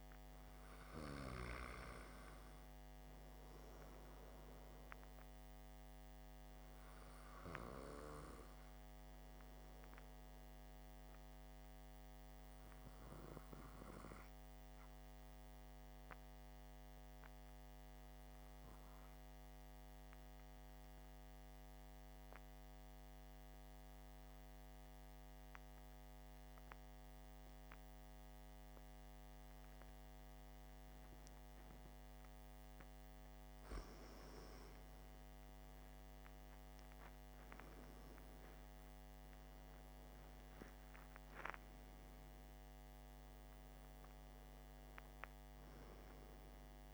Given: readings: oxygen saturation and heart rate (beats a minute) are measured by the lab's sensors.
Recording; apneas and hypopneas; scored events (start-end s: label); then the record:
breathing in sleep by a microphone on the trachea; 1
17.00-33.50 s: obstructive apnea (oxygen 96% before, 92% lowest, heart rate 56 before, 49 extreme, up 14 after)
37.00-41.50 s: arousal
From the record:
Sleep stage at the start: N2 (light sleep); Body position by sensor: on the back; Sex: male